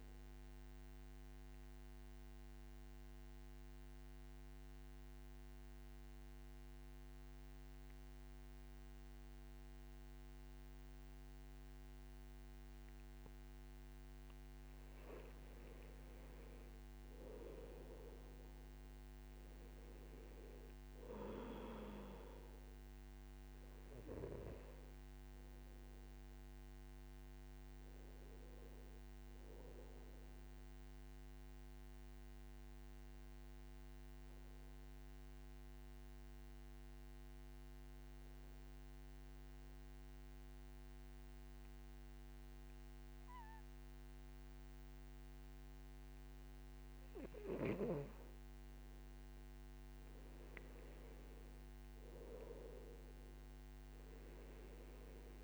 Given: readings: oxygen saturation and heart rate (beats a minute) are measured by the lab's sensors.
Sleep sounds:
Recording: breathing in sleep by a microphone on the trachea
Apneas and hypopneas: 2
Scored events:
2.00-15.00 s: mixed apnea (oxygen 97% before, 92% lowest, heart rate 71 before, 53 extreme, up 8 after)
16.50-20.50 s: arousal
22.00-38.00 s: oxygen desaturation (device-marked, oxygen 98% before, 92% lowest, heart rate 59 before, 55 extreme)
32.50-48.50 s: obstructive apnea (oxygen 98% before, 91% lowest, heart rate 60 before, 55 extreme, up 9 after)
51.00-55.00 s: arousal
53.00-55.44 s: oxygen desaturation (device-marked, oxygen 98% before, 92% lowest, heart rate 60 before, 58 extreme)
From the record:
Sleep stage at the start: N2 (light sleep)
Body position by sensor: on the back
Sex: male

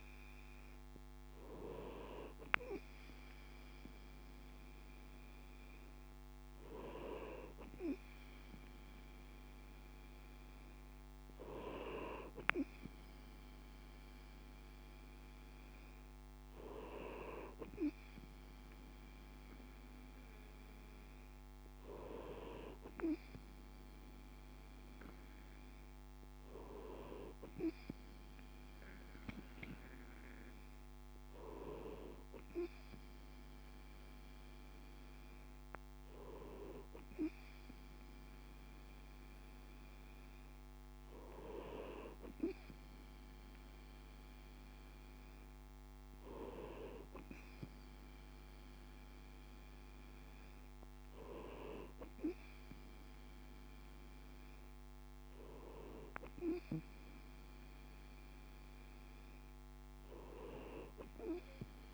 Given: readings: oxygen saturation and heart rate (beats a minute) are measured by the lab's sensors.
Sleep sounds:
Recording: breathing in sleep by a microphone on the trachea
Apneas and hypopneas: none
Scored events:
none scored
From the record:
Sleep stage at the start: N2 (light sleep)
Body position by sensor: on the right side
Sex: male

